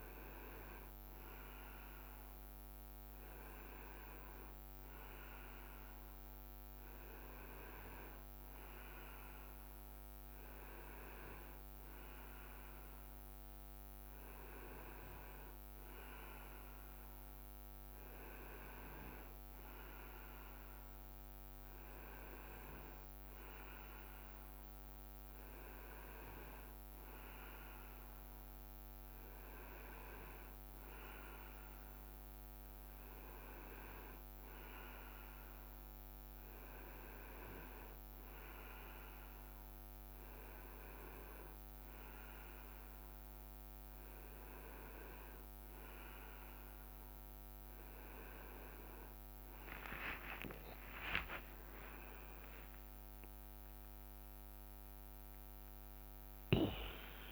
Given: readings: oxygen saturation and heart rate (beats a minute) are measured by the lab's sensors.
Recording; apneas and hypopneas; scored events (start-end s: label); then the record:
a person partly awake in a sleep study, by a microphone on the trachea; none
41.00-57.32 s: new sleep stage, awake
From the record:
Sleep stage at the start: N2 (light sleep); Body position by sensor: on the right side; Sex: male